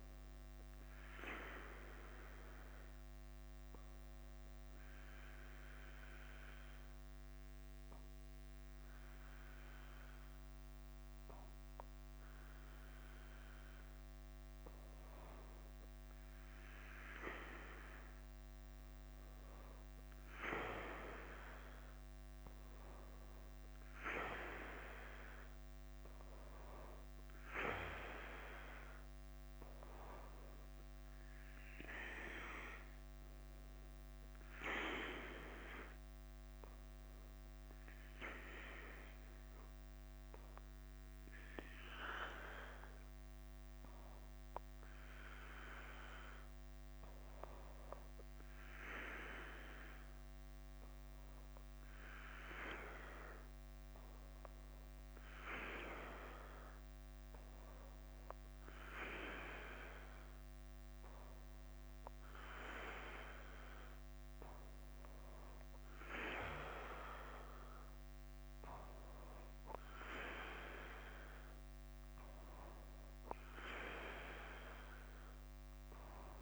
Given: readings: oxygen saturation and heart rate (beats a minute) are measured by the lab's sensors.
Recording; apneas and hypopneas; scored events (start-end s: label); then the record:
breathing in sleep by a microphone on the trachea; 2
0.00-76.42 s: bradycardia (device-marked, heart rate 45 extreme)
0.50-13.50 s: obstructive apnea (oxygen 97% before, 92% lowest, heart rate 53 before, 49 extreme, up 7 after)
17.00-21.00 s: arousal
18.00-37.00 s: oxygen desaturation (device-marked, oxygen 96% before, 92% lowest, heart rate 51 before, 48 extreme)
37.00-63.00 s: hypopnea (oxygen 97% before, 95% lowest, heart rate 53 before, 47 extreme, up 7 after)
64.50-68.00 s: arousal
From the record:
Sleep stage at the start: N2 (light sleep); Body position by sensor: on the back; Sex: male